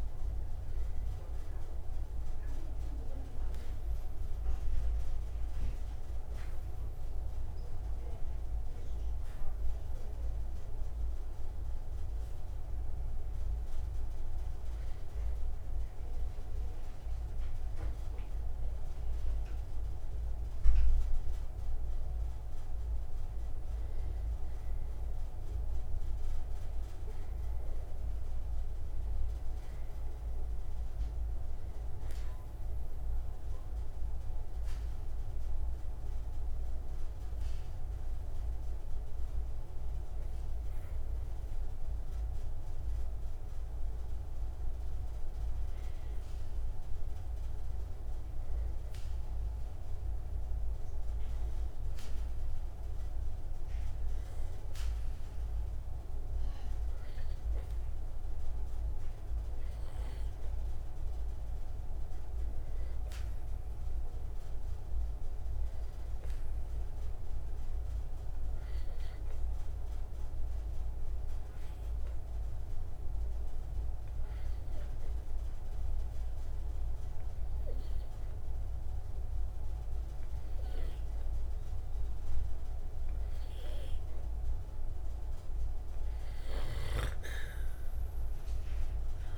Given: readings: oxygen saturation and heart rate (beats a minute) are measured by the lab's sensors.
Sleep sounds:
breathing in sleep, hard to hear, by a room microphone; 3
10.50-22.00 s: obstructive apnea (oxygen 96% before, 94% lowest)
24.50-29.50 s: arousal
35.00-46.50 s: hypopnea (oxygen 95% before, 94% lowest)
49.50-53.00 s: arousal
71.00-84.50 s: obstructive apnea (oxygen 96% before, 92% lowest)
From the record:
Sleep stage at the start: N2 (light sleep); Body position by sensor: on the right side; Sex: male

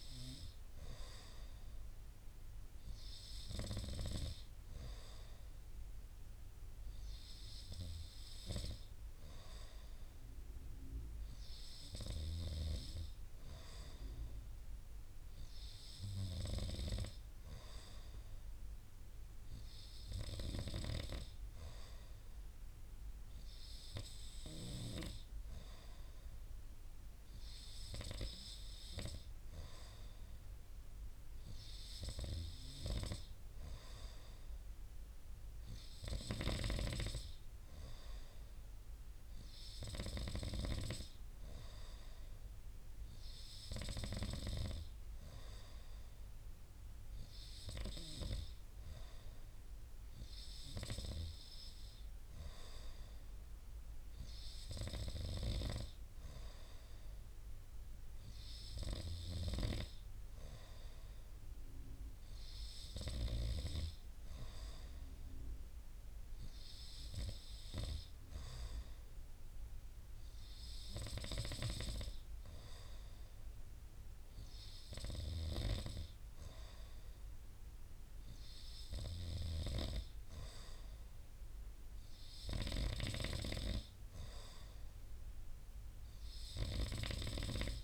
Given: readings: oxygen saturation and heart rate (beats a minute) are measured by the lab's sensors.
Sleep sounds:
breathing in sleep by a room microphone; none
75.00-83.00 s: snoring (device-marked)
From the record:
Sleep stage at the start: N2 (light sleep); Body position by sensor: on the right side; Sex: male

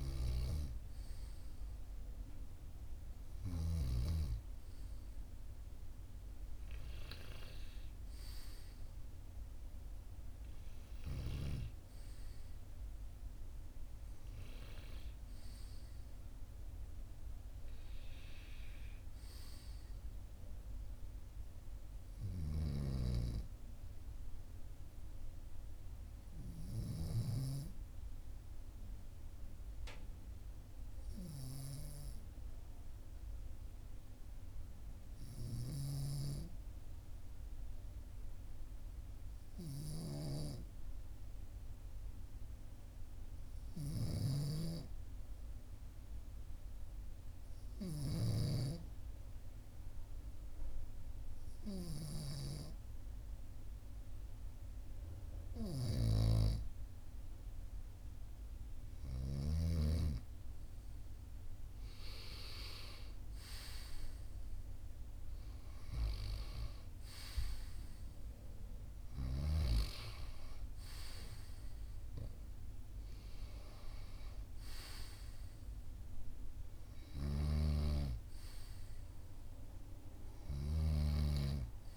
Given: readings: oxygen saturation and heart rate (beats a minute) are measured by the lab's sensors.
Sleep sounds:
breathing in sleep by a room microphone; 1
28.50-55.00 s: obstructive apnea (oxygen 99% before, 95% lowest, heart rate 45 before, 43 extreme, up 1 after)
44.00-48.50 s: snoring (device-marked)
56.00-61.00 s: arousal
77.00-81.97 s: snoring (device-marked)
From the record:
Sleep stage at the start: N2 (light sleep); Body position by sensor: on the right side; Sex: male

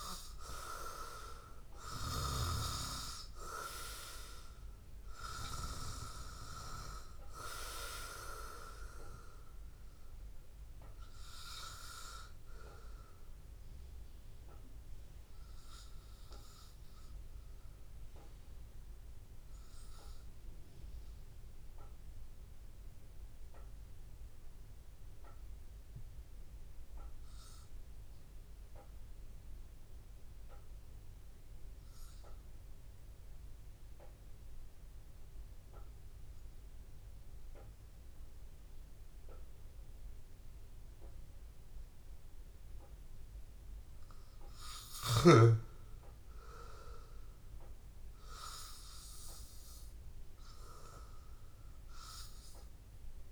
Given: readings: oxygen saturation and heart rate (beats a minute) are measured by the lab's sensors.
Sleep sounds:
breathing in sleep by a room microphone; 1
0.00-24.00 s: oxygen desaturation (device-marked, oxygen 90% lowest, heart rate 81 extreme)
19.00-43.50 s: mixed apnea (oxygen 96% before, 91% lowest, heart rate 84 before, 81 extreme, up 1 after)
41.00-53.32 s: oxygen desaturation (device-marked, oxygen 99% before, 95% lowest, heart rate 82 before, 81 extreme)
45.50-50.00 s: arousal
From the record:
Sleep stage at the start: N2 (light sleep); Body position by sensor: on the back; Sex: male

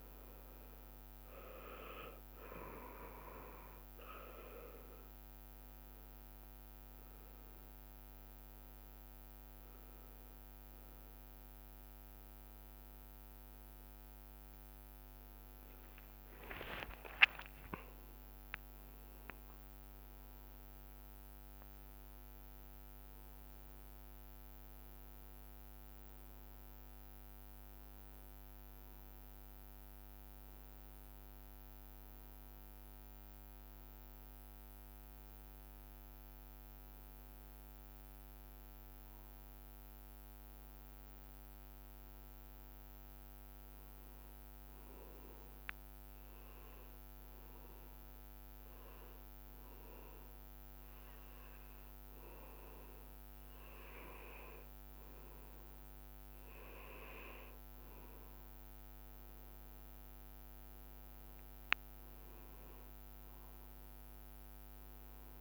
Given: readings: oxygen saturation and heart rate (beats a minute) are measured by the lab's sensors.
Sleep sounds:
breathing in sleep by a microphone on the trachea; 1
17.00-21.50 s: arousal
22.50-65.41 s: new sleep stage, N2 (light sleep)
45.50-56.00 s: hypopnea (oxygen 98% before, 95% lowest, heart rate 68 before, 64 extreme, up 6 after)
62.00-65.41 s: arousal
From the record:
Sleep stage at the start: N1 (lightest sleep); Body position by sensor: on the back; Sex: male

